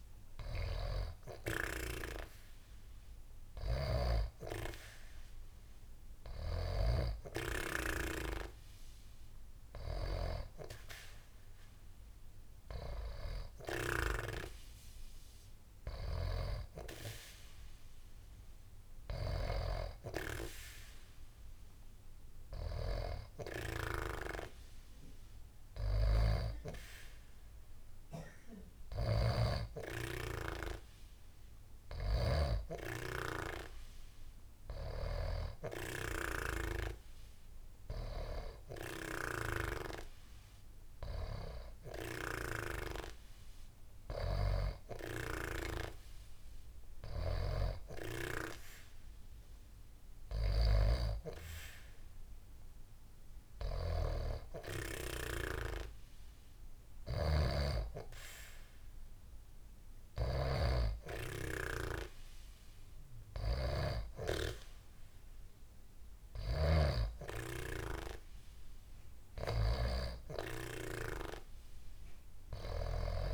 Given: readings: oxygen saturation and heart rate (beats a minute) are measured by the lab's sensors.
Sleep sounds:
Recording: breathing in sleep by a room microphone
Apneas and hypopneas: none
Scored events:
none scored
From the record:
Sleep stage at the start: N2 (light sleep)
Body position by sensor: on the back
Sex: female

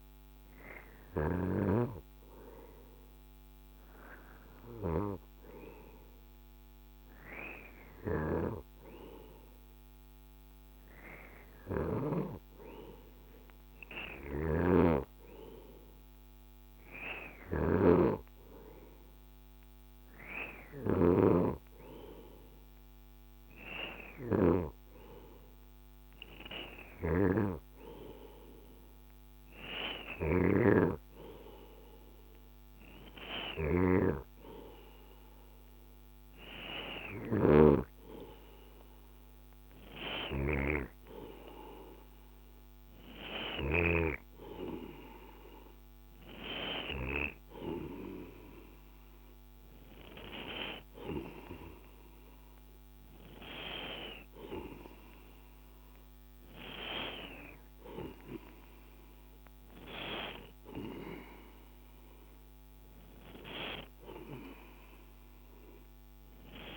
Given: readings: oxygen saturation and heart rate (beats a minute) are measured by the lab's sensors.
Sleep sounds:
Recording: breathing in sleep by a microphone on the trachea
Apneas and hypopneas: none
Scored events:
13.50-43.50 s: snoring (device-marked)
From the record:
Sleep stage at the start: N2 (light sleep)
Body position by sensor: on the right side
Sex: male

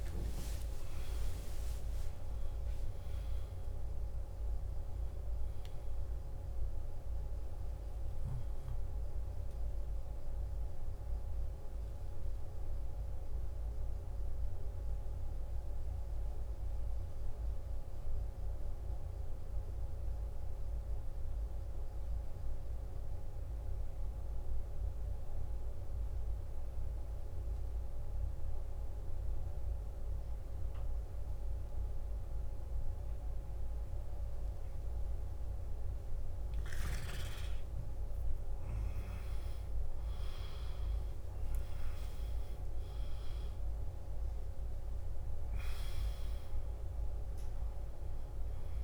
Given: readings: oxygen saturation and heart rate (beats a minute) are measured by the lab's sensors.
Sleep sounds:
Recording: breathing in sleep, hard to hear, by a room microphone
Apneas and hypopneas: 1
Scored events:
0.00-2.00 s: long interval between heartbeats (device-marked, heart rate 64 before, 81 extreme)
0.00-20.00 s: oxygen desaturation (device-marked, oxygen 87% lowest, heart rate 54 extreme)
12.50-34.50 s: mixed apnea (oxygen 93% before, 89% lowest, heart rate 74 before, 54 extreme, up 13 after)
36.00-48.84 s: oxygen desaturation (device-marked, oxygen 98% before, 91% lowest, heart rate 54 before, 52 extreme)
36.50-41.00 s: arousal
From the record:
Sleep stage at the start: N2 (light sleep)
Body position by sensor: on the left side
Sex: male

